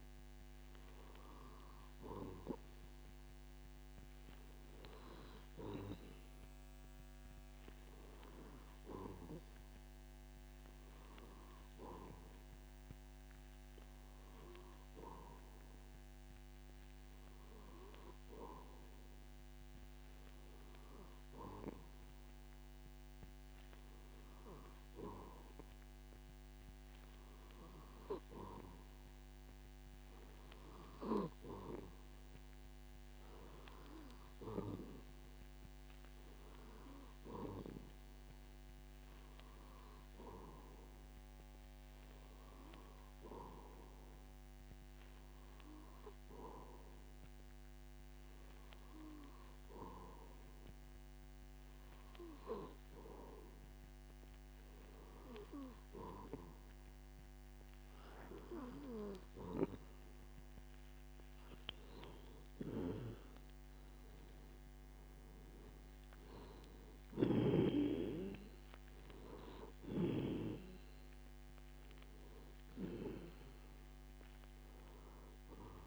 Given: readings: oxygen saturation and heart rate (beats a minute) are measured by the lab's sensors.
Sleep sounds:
breathing in sleep by a microphone on the trachea; none
65.00-68.50 s: arousal
From the record:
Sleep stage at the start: N2 (light sleep); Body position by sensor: on the back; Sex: male

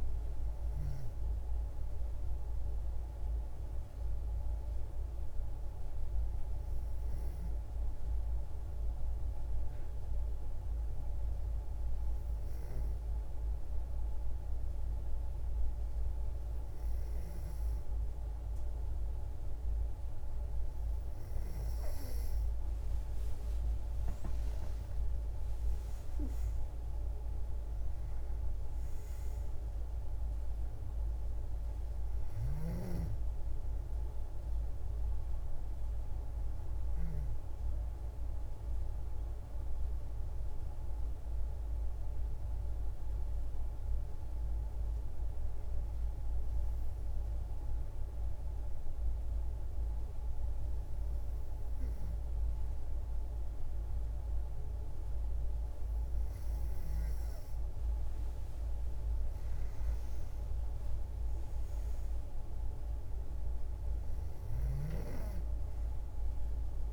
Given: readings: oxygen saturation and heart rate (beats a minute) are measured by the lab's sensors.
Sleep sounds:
breathing in sleep, hard to hear, by a room microphone; 2
4.00-20.50 s: hypopnea (oxygen 97% before, 92% lowest, heart rate 68 before, 53 extreme, up 24 after)
23.50-27.00 s: arousal
39.00-57.00 s: hypopnea (oxygen 96% before, 92% lowest, heart rate 69 before, 54 extreme, up 21 after)
61.50-65.50 s: arousal
From the record:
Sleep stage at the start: N2 (light sleep); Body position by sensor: on the back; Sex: female

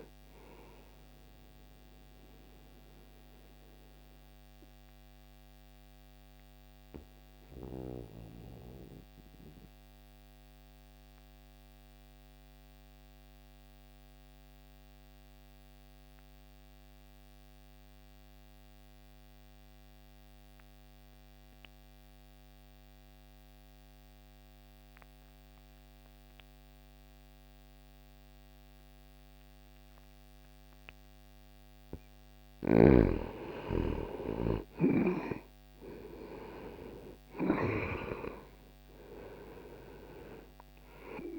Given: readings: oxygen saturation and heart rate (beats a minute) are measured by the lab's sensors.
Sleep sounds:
breathing in sleep by a microphone on the trachea; 1
0.00-17.50 s: oxygen desaturation (device-marked, oxygen 84% lowest)
2.00-31.50 s: obstructive apnea (oxygen 99% before, 82% lowest)
25.50-41.39 s: oxygen desaturation (device-marked, oxygen 98% before, 82% lowest)
34.00-39.00 s: arousal
From the record:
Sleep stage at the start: N2 (light sleep); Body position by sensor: on the back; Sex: male

